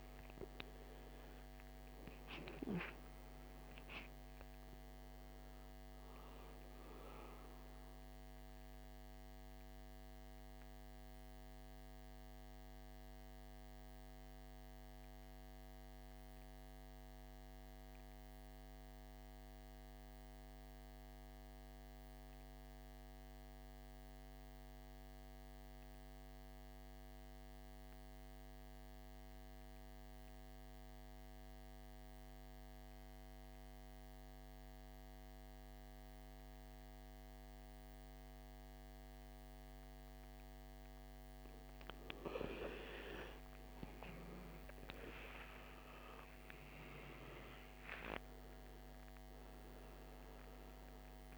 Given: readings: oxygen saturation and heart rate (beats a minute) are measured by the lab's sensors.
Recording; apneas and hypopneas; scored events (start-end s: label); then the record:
breathing in sleep by a microphone on the trachea; 1
0.00-20.00 s: oxygen desaturation (device-marked, oxygen 82% lowest, heart rate 49 extreme)
8.00-40.50 s: mixed apnea (oxygen 99% before, 80% lowest, heart rate 69 before, 49 extreme, up 20 after)
36.00-51.38 s: oxygen desaturation (device-marked, oxygen 99% before, 80% lowest, heart rate 53 before, 55 extreme)
43.00-47.50 s: arousal
From the record:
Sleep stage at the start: N2 (light sleep); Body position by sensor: on the back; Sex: male